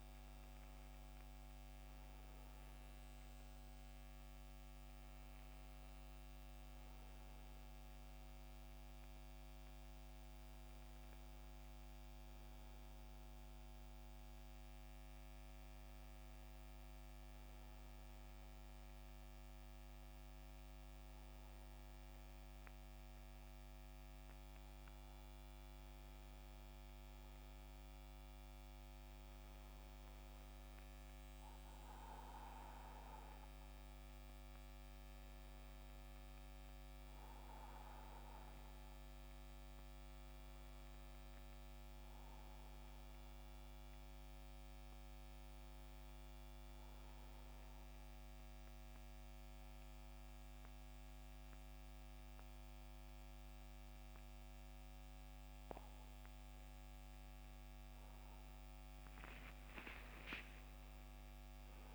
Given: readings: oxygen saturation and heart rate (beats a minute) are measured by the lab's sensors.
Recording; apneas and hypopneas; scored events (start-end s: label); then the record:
breathing in sleep, hard to hear, by a microphone on the trachea; 2
13.50-50.50 s: oxygen desaturation (device-marked, oxygen 97% before, 90% lowest, heart rate 77 before, 69 extreme)
16.50-27.00 s: hypopnea (oxygen 97% before, 89% lowest, heart rate 77 before, 72 extreme, up 7 after)
24.50-61.95 s: new sleep stage, N2 (light sleep)
28.50-33.50 s: arousal
47.50-57.50 s: mixed apnea (oxygen 95% before, 89% lowest, heart rate 78 before, 69 extreme, up 13 after)
59.00-61.95 s: arousal
From the record:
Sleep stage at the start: N1 (lightest sleep); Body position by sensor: on the back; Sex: male